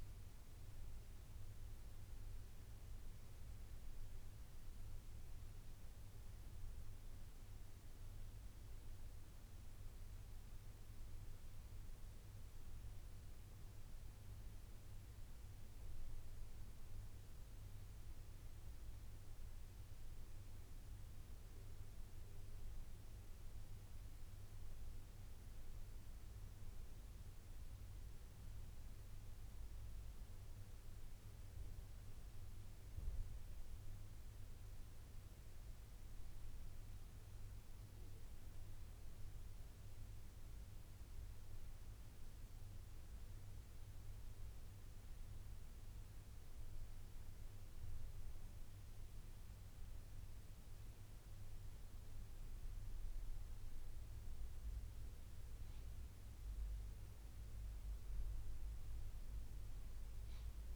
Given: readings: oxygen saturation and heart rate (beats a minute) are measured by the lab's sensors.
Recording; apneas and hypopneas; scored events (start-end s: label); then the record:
breathing in sleep, hard to hear, by a room microphone; none
none scored
From the record:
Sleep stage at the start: N1 (lightest sleep); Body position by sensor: on the right side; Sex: male